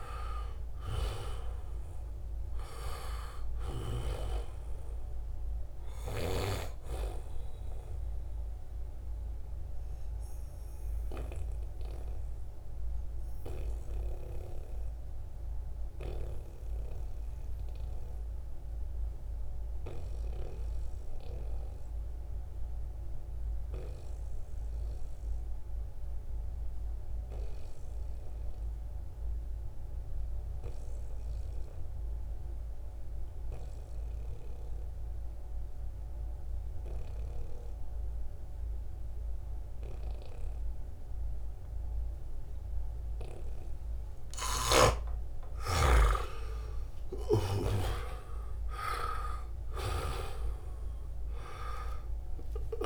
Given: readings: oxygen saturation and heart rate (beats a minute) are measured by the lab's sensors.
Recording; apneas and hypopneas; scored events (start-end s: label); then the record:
a person partly awake in a sleep study, by a room microphone; 1
0.00-3.50 s: snoring (device-marked)
0.00-16.50 s: oxygen desaturation (device-marked, oxygen 90% lowest, heart rate 60 extreme)
8.00-42.50 s: obstructive apnea (oxygen 95% before, 87% lowest, heart rate 71 before, 59 extreme, up 10 after)
33.50-52.86 s: new sleep stage, awake
37.50-52.86 s: oxygen desaturation (device-marked, oxygen 96% before, 87% lowest, heart rate 66 before, 60 extreme)
38.50-40.50 s: bradycardia (device-marked, heart rate 76 before, 60 extreme)
43.50-47.00 s: snoring (device-marked)
From the record:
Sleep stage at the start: N2 (light sleep); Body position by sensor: on the back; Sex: male